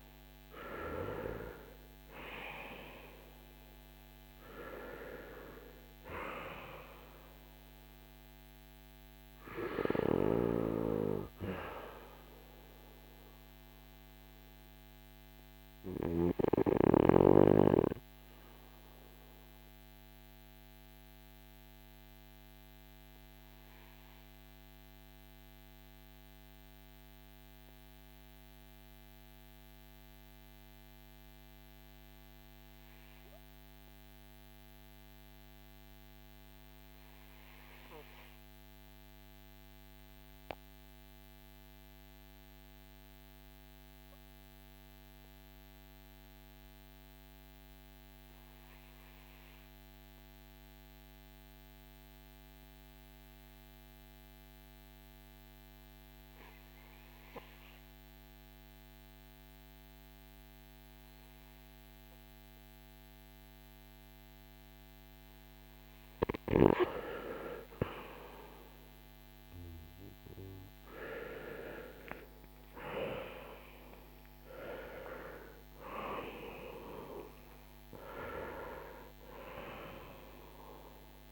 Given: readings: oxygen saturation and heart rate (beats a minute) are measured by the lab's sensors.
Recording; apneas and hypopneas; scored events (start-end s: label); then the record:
breathing in sleep by a microphone on the trachea; 1
0.00-3.50 s: arousal
19.50-64.00 s: mixed apnea (oxygen 83% before, 77% lowest, heart rate 62 before, 50 extreme, up 8 after)
29.00-42.00 s: oxygen desaturation (device-marked, oxygen 83% before, 80% lowest, heart rate 56 before, 52 extreme)
48.00-81.32 s: oxygen desaturation (device-marked, oxygen 97% before, 77% lowest, heart rate 54 before, 44 extreme)
71.00-77.00 s: arousal
From the record:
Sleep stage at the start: REM sleep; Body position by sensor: on the back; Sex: male